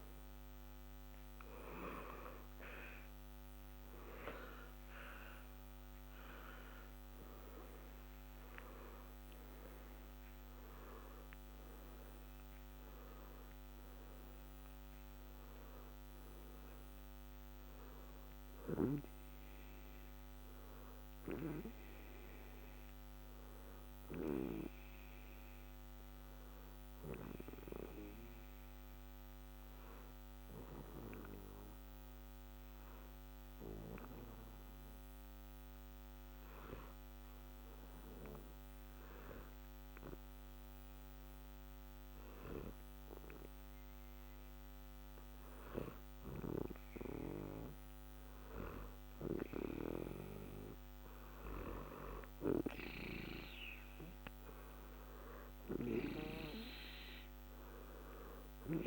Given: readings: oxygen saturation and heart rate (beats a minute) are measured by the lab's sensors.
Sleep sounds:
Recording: breathing in sleep by a microphone on the trachea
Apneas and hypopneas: 1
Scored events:
0.00-2.00 s: arousal
23.50-39.50 s: oxygen desaturation (device-marked, oxygen 91% before, 87% lowest, heart rate 60 before, 60 extreme)
29.00-50.00 s: obstructive apnea (oxygen 93% before, 87% lowest, heart rate 60 before, 60 extreme, up 2 after)
53.50-57.50 s: arousal
54.50-58.87 s: oxygen desaturation (device-marked, oxygen 94% before, 89% lowest, heart rate 61 before, 60 extreme)
From the record:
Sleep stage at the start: N2 (light sleep)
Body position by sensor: on the back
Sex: male

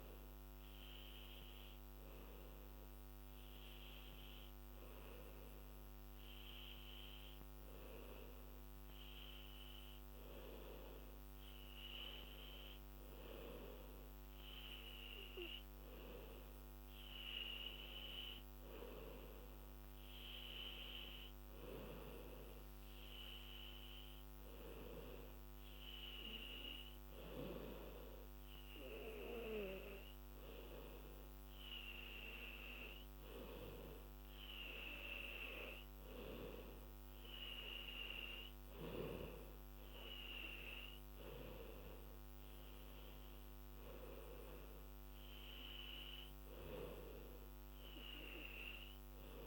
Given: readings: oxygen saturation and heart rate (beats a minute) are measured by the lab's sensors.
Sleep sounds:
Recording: breathing in sleep by a microphone on the trachea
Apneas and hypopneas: 1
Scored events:
24.00-34.50 s: hypopnea (oxygen 96% before, 94% lowest, heart rate 88 before, 87 extreme, up 1 after)
36.50-40.50 s: arousal
From the record:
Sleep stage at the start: N2 (light sleep)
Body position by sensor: on the back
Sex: female

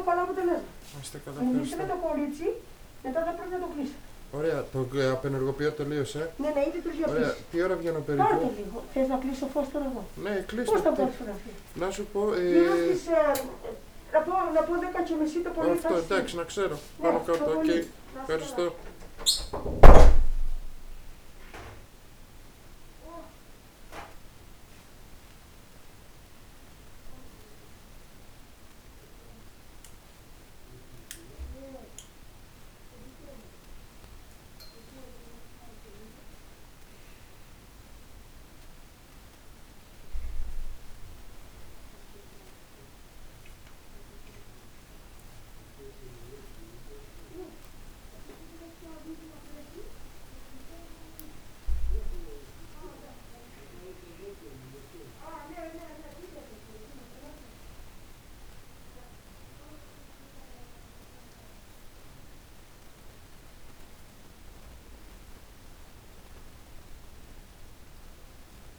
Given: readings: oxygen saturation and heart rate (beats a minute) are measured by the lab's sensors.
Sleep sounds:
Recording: a person awake in a sleep study, by a room microphone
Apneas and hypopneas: none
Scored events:
1.50-11.00 s: snoring (device-marked)
13.00-16.50 s: snoring (device-marked)
From the record:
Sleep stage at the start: awake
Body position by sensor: on the back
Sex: male

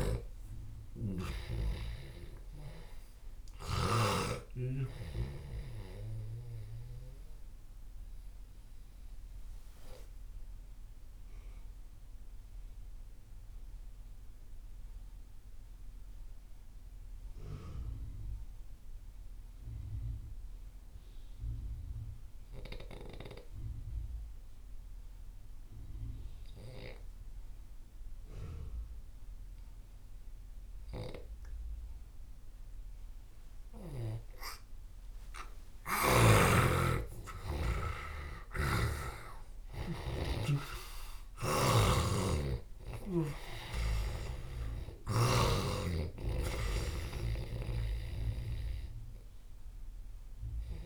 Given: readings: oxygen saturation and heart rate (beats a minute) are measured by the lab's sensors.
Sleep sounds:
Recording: breathing in sleep by a room microphone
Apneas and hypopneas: 1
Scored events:
0.00-19.00 s: oxygen desaturation (device-marked, oxygen 84% lowest)
7.00-36.50 s: mixed apnea (oxygen 97% before, 84% lowest)
33.00-50.86 s: oxygen desaturation (device-marked, oxygen 98% before, 87% lowest)
38.00-45.00 s: snoring (device-marked)
38.50-43.50 s: arousal
From the record:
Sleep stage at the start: N2 (light sleep)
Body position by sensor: on the left side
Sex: male

